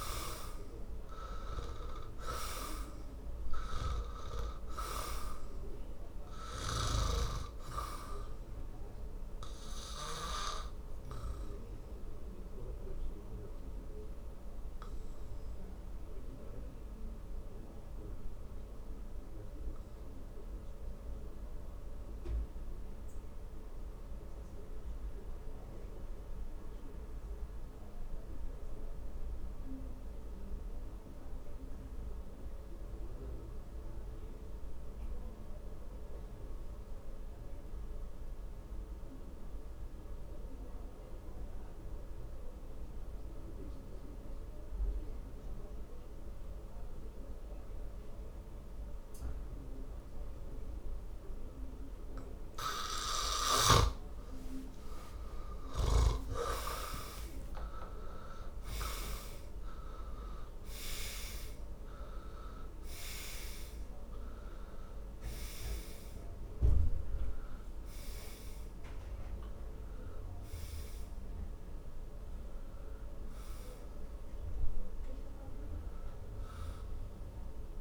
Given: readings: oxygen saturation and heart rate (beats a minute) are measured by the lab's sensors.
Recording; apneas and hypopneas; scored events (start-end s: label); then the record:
breathing in sleep by a room microphone; 1
10.00-55.50 s: obstructive apnea (oxygen 99% before, 80% lowest, heart rate 60 before, 49 extreme, up 46 after)
15.50-39.50 s: oxygen desaturation (device-marked, oxygen 97% before, 82% lowest, heart rate 62 before, 49 extreme)
56.50-61.00 s: arousal
From the record:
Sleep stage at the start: N2 (light sleep); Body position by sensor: on the back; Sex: male